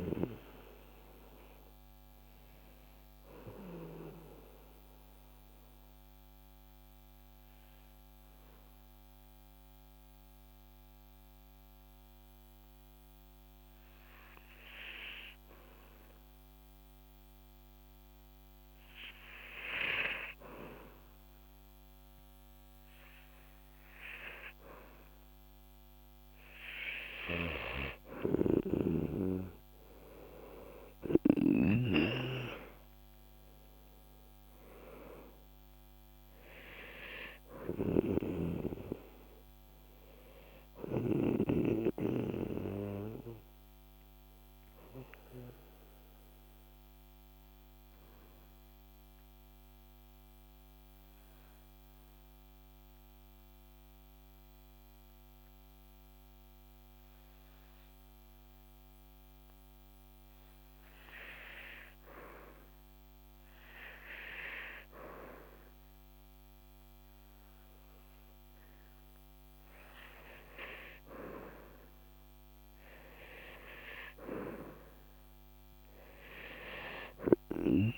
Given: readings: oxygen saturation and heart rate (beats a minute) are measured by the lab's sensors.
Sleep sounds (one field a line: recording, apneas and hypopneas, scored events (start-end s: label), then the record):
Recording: breathing in sleep by a microphone on the trachea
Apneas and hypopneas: 2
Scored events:
6.00-23.00 s: mixed apnea (oxygen 96% before, 91% lowest, heart rate 54 before, 47 extreme, up 5 after)
15.00-24.00 s: oxygen desaturation (device-marked, oxygen 97% before, 92% lowest, heart rate 48 before, 48 extreme)
28.50-34.50 s: arousal
43.50-68.00 s: mixed apnea (oxygen 97% before, 91% lowest, heart rate 53 before, 47 extreme, up 4 after)
62.00-77.98 s: oxygen desaturation (device-marked, oxygen 96% before, 91% lowest, heart rate 48 before, 46 extreme)
75.00-77.98 s: arousal
From the record:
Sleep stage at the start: REM sleep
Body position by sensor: on the back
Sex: male